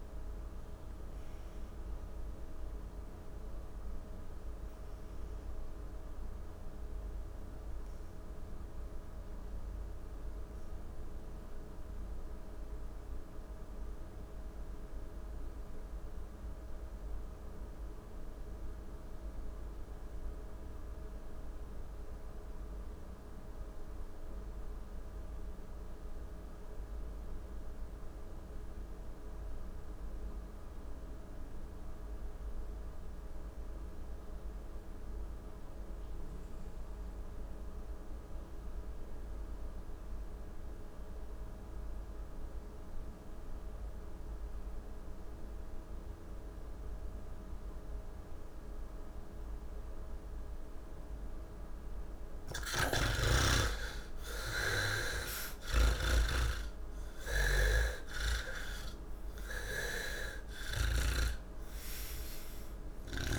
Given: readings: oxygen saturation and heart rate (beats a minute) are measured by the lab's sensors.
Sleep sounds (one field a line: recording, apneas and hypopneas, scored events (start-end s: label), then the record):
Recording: breathing in sleep by a room microphone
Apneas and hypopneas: 1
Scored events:
0.00-18.50 s: oxygen desaturation (device-marked, oxygen 65% lowest, heart rate 107 extreme)
1.00-50.00 s: mixed apnea (oxygen 93% before, 62% lowest, heart rate 142 before, 111 extreme, up 43 after)
20.50-63.39 s: oxygen desaturation (device-marked, oxygen 96% before, 62% lowest, heart rate 136 before, 81 extreme)
43.50-63.39 s: new sleep stage, N2 (light sleep)
52.50-61.00 s: snoring (device-marked)
From the record:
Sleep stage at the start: N1 (lightest sleep)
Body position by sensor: on the back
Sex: male